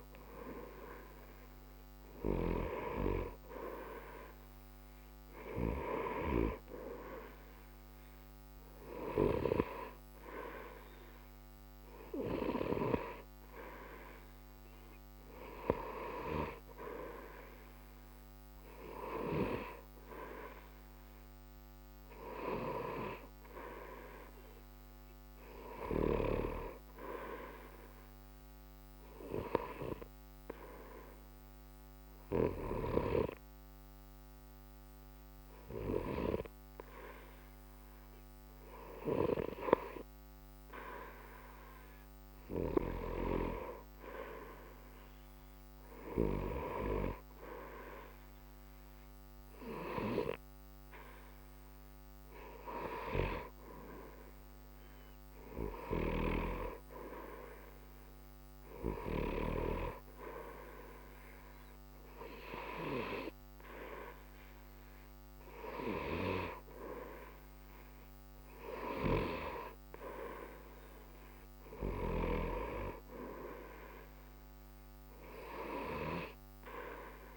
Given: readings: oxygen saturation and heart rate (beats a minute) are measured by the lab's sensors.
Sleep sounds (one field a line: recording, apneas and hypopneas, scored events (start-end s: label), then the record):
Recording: breathing in sleep by a microphone on the trachea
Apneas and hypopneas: 1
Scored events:
0.00-2.00 s: arousal
29.50-42.50 s: obstructive apnea (oxygen 94% before, 93% lowest, heart rate 60 before, 60 extreme, up 0 after)
45.50-48.50 s: arousal
From the record:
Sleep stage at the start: N2 (light sleep)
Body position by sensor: on the right side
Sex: male